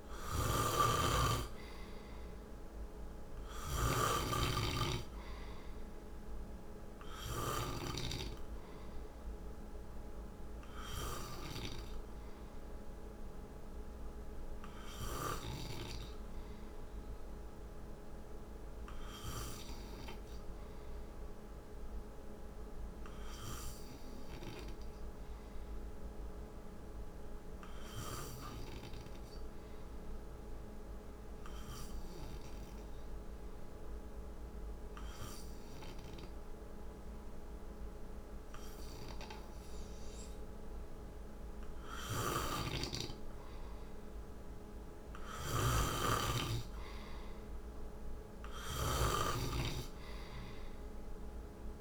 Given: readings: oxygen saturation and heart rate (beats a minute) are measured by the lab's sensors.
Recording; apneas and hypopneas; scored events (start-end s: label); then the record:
breathing in sleep by a room microphone; 1
0.00-7.00 s: snoring (device-marked)
0.00-9.50 s: oxygen desaturation (device-marked, oxygen 90% lowest, heart rate 56 extreme)
12.50-41.00 s: hypopnea (oxygen 95% before, 91% lowest, heart rate 62 before, 56 extreme, up 4 after)
41.50-51.81 s: snoring (device-marked)
42.50-47.00 s: arousal
From the record:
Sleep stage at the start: N2 (light sleep); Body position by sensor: on the right side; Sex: male